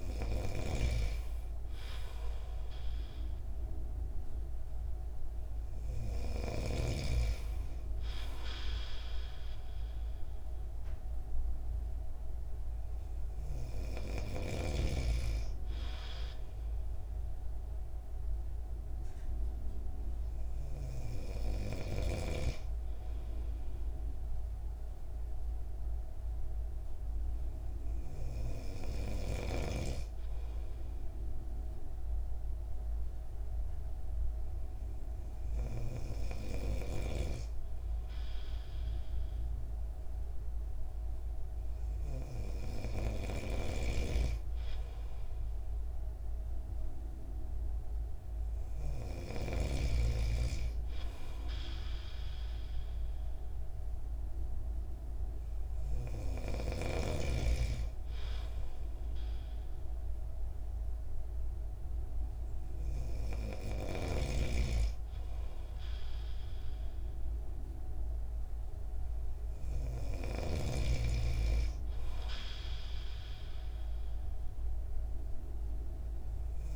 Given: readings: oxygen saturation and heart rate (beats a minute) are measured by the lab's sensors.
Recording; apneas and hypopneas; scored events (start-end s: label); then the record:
breathing in sleep by a room microphone; none
0.50-6.50 s: snoring (device-marked)
43.50-50.00 s: snoring (device-marked)
From the record:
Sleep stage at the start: N3 (deep sleep); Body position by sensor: on the right side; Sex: male